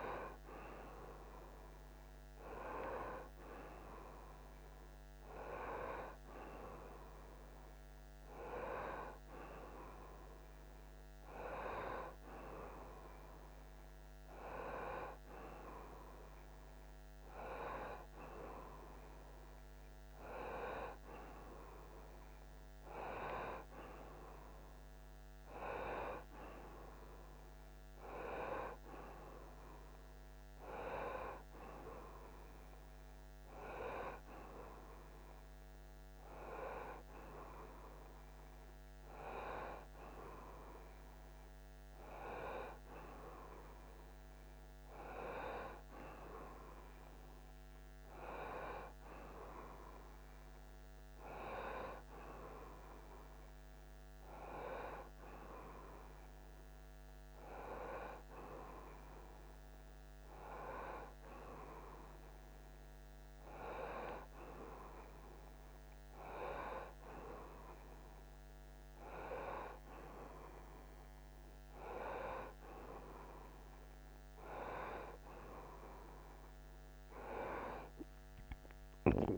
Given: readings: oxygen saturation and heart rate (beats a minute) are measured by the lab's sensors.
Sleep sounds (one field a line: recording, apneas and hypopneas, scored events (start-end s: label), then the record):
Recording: breathing in sleep by a microphone on the trachea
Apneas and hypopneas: none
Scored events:
1.50-18.50 s: oxygen desaturation (device-marked, oxygen 91% before, 85% lowest, heart rate 45 before, 26 extreme)
From the record:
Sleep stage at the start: N1 (lightest sleep)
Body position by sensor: on the right side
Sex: male